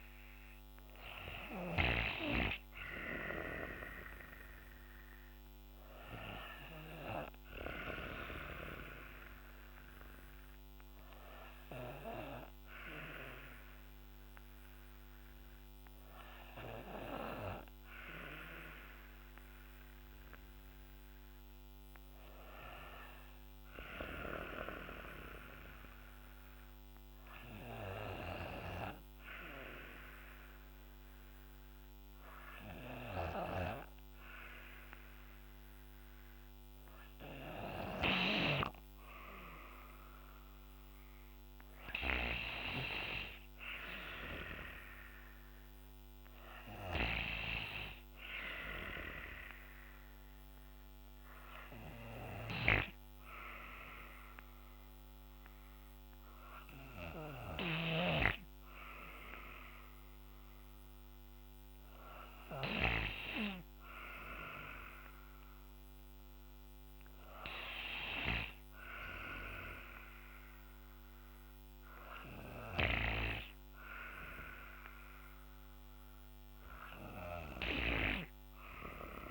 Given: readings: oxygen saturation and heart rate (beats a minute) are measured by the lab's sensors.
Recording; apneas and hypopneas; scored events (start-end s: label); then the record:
breathing in sleep by a microphone on the trachea; none
0.00-21.00 s: oxygen desaturation (device-marked, oxygen 94% before, 91% lowest, heart rate 62 before, 59 extreme)
From the record:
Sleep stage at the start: N2 (light sleep); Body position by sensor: on the back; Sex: female